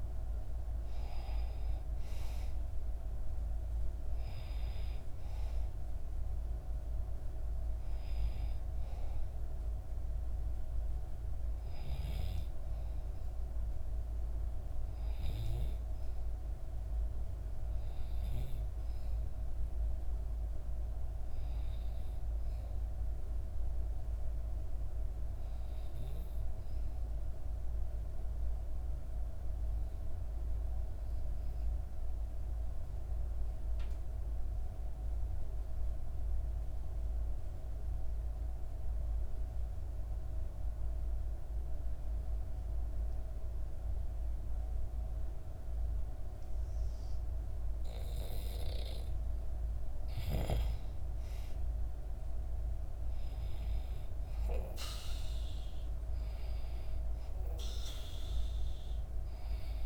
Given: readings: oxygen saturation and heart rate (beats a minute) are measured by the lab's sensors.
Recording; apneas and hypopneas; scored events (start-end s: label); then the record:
breathing in sleep, hard to hear, by a room microphone; 1
0.00-22.50 s: oxygen desaturation (device-marked, oxygen 84% lowest, heart rate 59 extreme)
27.00-48.00 s: obstructive apnea (oxygen 98% before, 90% lowest, heart rate 59 before, 58 extreme, up 4 after)
46.50-59.86 s: oxygen desaturation (device-marked, oxygen 97% before, 90% lowest, heart rate 60 before, 57 extreme)
49.50-54.00 s: arousal
From the record:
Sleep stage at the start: N2 (light sleep); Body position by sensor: on the back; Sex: female